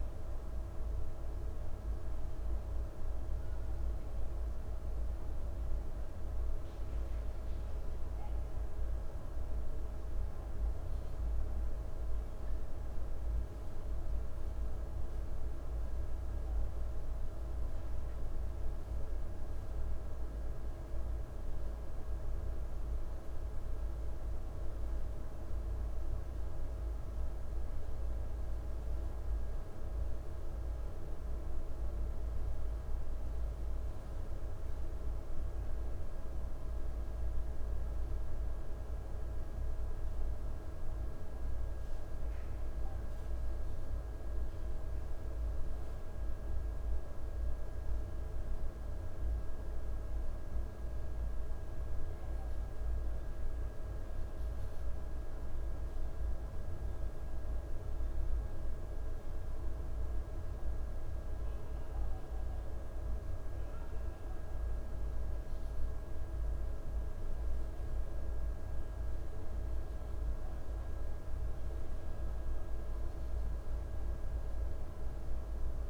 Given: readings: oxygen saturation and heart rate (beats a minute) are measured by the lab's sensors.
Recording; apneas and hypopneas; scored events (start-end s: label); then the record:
breathing in sleep, hard to hear, by a room microphone; none
none scored
From the record:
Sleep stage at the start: N1 (lightest sleep); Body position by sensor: on the right side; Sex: male